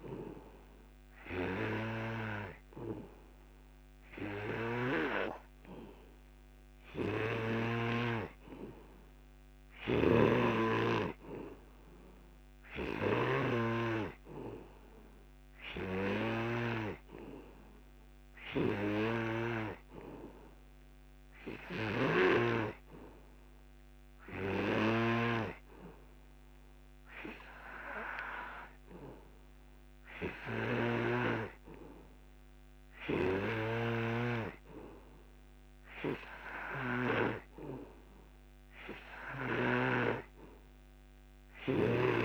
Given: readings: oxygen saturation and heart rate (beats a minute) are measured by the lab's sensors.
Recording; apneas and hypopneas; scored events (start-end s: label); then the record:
breathing in sleep by a microphone on the trachea; none
0.00-10.00 s: oxygen desaturation (device-marked, oxygen 89% lowest)
From the record:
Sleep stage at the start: N3 (deep sleep); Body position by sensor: on the back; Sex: male